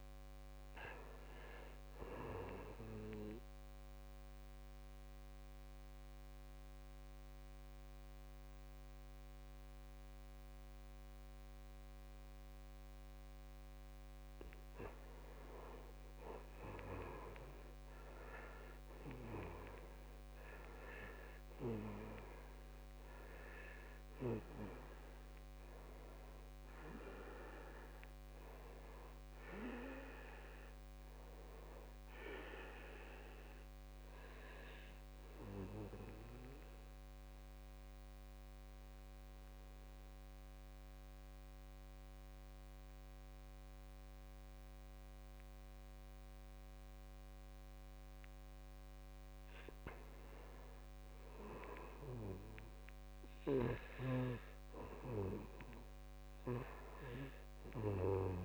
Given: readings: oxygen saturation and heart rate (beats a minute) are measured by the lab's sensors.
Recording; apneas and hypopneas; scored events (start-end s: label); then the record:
breathing in sleep by a microphone on the trachea; 2
0.00-3.00 s: oxygen desaturation (device-marked, oxygen 90% lowest, heart rate 60 extreme)
2.50-14.00 s: obstructive apnea (oxygen 96% before, 87% lowest, heart rate 62 before, 58 extreme, up 8 after)
13.00-17.00 s: oxygen desaturation (device-marked, oxygen 95% before, 90% lowest, heart rate 62 before, 55 extreme)
16.00-19.50 s: arousal
19.00-34.00 s: oxygen desaturation (device-marked, oxygen 93% before, 87% lowest, heart rate 62 before, 54 extreme)
35.00-48.50 s: obstructive apnea (oxygen 95% before, 89% lowest, heart rate 65 before, 54 extreme, up 7 after)
51.00-54.50 s: arousal
57.00-58.45 s: oxygen desaturation (device-marked, oxygen 97% before, 93% lowest, heart rate 56 before, 55 extreme)
From the record:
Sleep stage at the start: N2 (light sleep); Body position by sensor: on the back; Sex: male